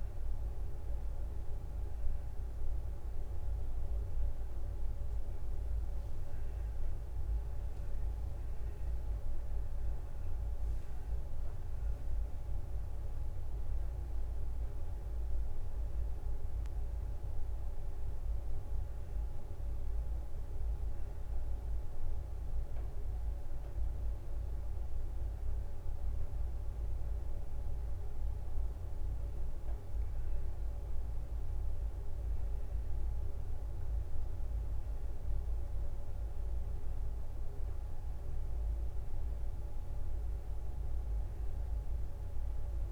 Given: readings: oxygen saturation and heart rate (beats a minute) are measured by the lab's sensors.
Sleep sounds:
a person awake in a sleep study, hard to hear, by a room microphone; none
none scored
From the record:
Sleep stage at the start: awake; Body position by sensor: on the right side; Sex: female

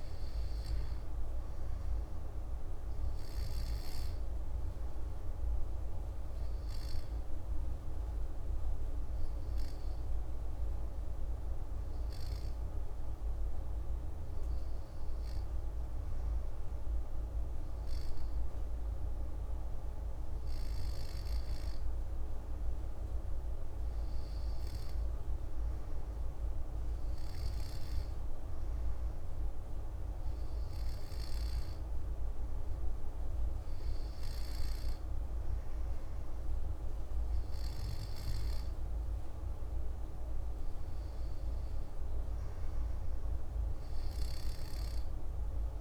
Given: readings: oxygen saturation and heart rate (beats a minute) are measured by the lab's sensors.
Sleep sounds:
breathing in sleep, hard to hear, by a room microphone; none
none scored
From the record:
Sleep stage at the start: N2 (light sleep); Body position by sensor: on the back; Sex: male

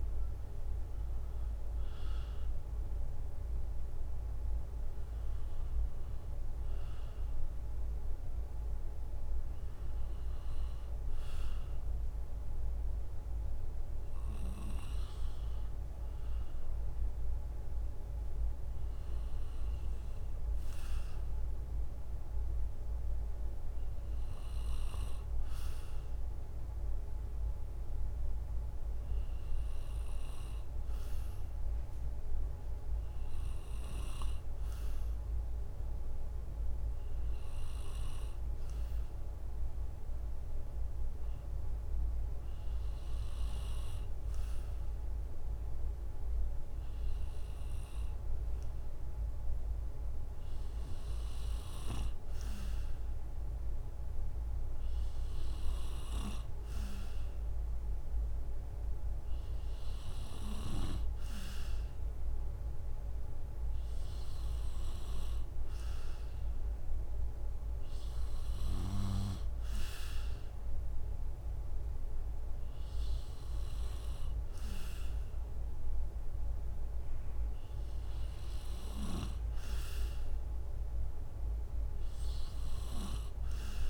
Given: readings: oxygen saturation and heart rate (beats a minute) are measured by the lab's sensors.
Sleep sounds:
breathing in sleep, hard to hear, by a room microphone; none
none scored
From the record:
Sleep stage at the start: N2 (light sleep); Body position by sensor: on the right side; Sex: male

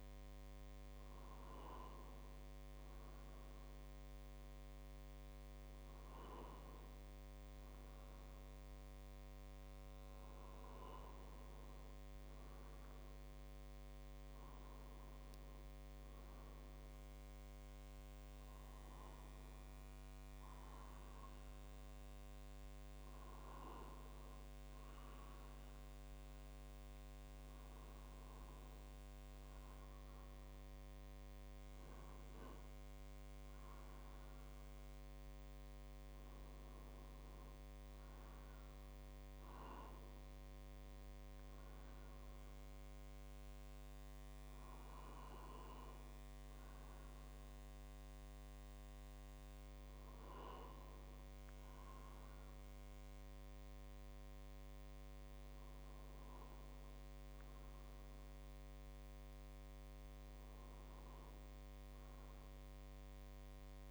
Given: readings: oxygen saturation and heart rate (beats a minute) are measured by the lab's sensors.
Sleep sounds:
breathing in sleep, hard to hear, by a microphone on the trachea; none
none scored
From the record:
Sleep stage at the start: N2 (light sleep); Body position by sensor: on the right side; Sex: male

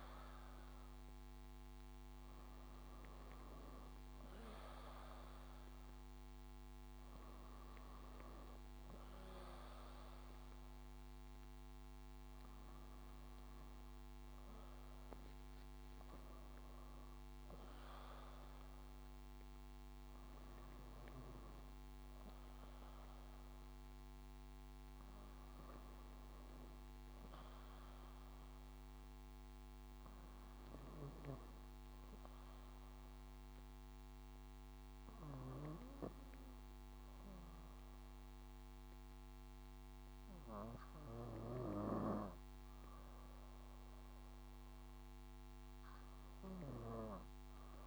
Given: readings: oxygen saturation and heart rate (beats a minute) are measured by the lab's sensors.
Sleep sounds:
breathing in sleep by a microphone on the trachea; none
14.00-25.00 s: drop in pulse transit time (device-marked, heart rate 66 before, 56 extreme)
14.50-17.50 s: leg movement (device-marked)
35.00-41.50 s: snoring (device-marked)
From the record:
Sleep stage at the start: N2 (light sleep); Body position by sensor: on the back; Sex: female

